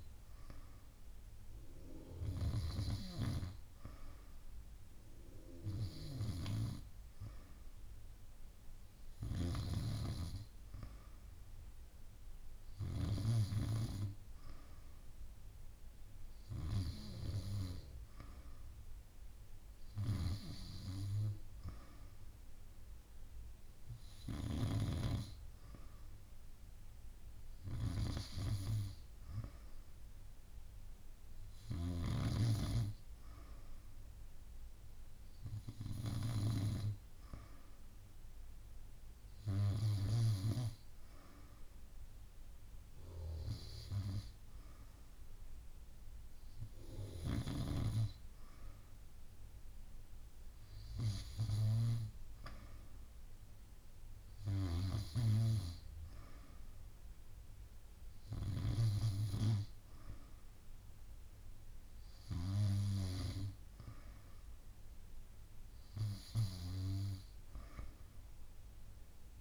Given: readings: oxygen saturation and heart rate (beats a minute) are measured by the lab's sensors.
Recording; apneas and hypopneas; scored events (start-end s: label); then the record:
breathing in sleep by a room microphone; none
none scored
From the record:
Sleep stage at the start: N2 (light sleep); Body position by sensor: on the back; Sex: female